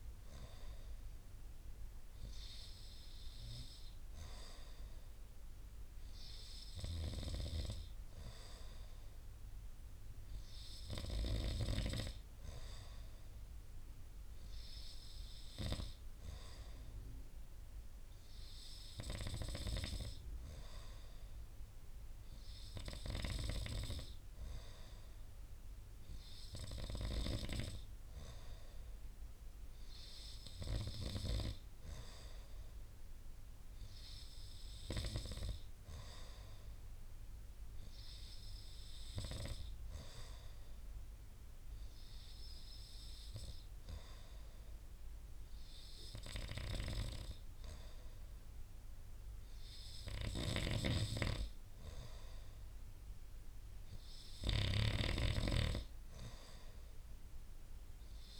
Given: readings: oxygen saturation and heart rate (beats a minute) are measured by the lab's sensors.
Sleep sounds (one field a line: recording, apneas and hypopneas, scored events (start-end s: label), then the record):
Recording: breathing in sleep by a room microphone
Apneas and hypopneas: none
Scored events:
50.50-58.40 s: snoring (device-marked)
From the record:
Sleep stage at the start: N2 (light sleep)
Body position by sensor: on the right side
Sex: male